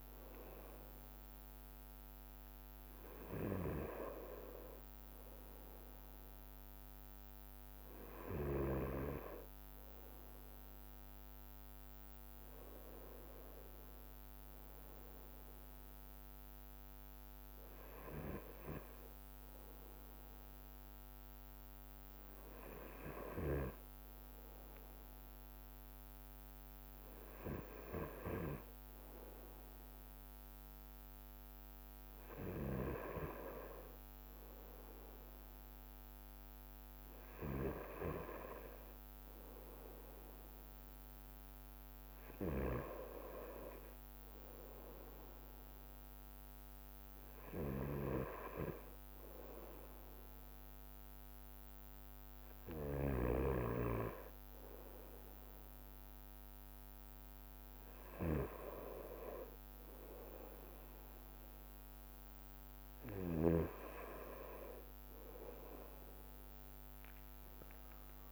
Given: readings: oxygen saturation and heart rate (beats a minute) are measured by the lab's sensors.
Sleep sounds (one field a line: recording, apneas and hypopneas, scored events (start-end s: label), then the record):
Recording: breathing in sleep by a microphone on the trachea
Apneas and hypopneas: none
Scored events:
0.00-68.32 s: bradycardia (device-marked)
3.50-7.50 s: drop in pulse transit time (device-marked)
9.50-23.50 s: drop in pulse transit time (device-marked)
14.00-16.00 s: long interval between heartbeats (device-marked)
17.50-19.50 s: long interval between heartbeats (device-marked, heart rate 30 before, 38 extreme)
21.50-23.50 s: long interval between heartbeats (device-marked)
34.50-39.50 s: drop in pulse transit time (device-marked)
37.00-39.00 s: long interval between heartbeats (device-marked)
42.50-45.50 s: drop in pulse transit time (device-marked)
53.50-64.00 s: snoring (device-marked)
56.00-58.00 s: long interval between heartbeats (device-marked)
63.00-65.00 s: long interval between heartbeats (device-marked)
From the record:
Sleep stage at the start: N2 (light sleep)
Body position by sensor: on the right side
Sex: male